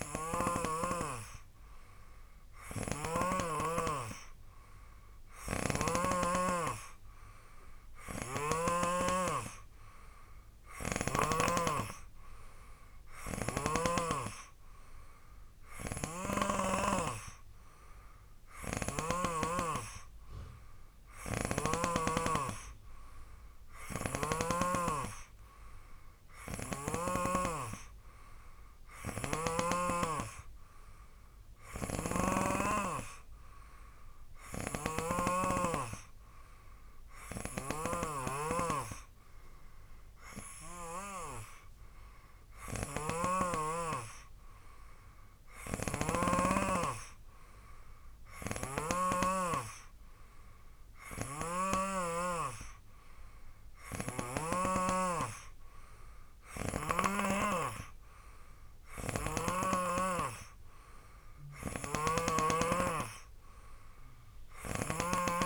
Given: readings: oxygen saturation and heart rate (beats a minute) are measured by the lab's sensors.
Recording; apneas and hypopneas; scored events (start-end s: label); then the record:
breathing in sleep by a room microphone; none
0.00-3.50 s: snoring (device-marked)
5.50-9.00 s: snoring (device-marked)
16.00-19.50 s: snoring (device-marked)
24.00-27.50 s: snoring (device-marked)
32.00-35.50 s: snoring (device-marked)
37.50-46.50 s: snoring (device-marked)
48.50-52.00 s: snoring (device-marked)
54.00-60.00 s: snoring (device-marked)
62.00-65.46 s: snoring (device-marked)
From the record:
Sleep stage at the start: N3 (deep sleep); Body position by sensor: on the right side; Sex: male